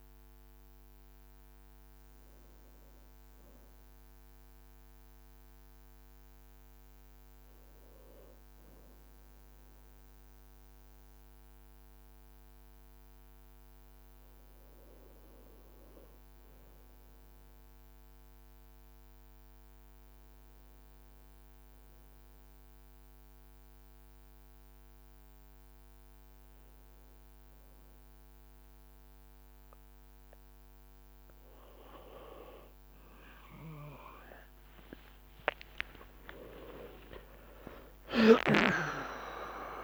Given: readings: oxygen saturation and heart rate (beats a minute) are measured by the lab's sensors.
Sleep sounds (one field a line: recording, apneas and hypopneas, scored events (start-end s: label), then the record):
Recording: breathing in sleep by a microphone on the trachea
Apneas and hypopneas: 1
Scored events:
12.50-16.50 s: arousal
21.00-31.00 s: hypopnea (oxygen 96% before, 93% lowest, heart rate 58 before, 55 extreme, up 31 after)
22.50-39.83 s: new sleep stage, N1 (lightest sleep)
35.00-39.83 s: arousal
35.50-37.50 s: long interval between heartbeats (device-marked, heart rate 57 before, 69 extreme)
37.50-39.83 s: tachycardia (device-marked, heart rate 60 before, 122 extreme)
38.50-39.83 s: long interval between heartbeats (device-marked, heart rate 60 before, 86 extreme)
From the record:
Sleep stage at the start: N2 (light sleep)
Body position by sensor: on the back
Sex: male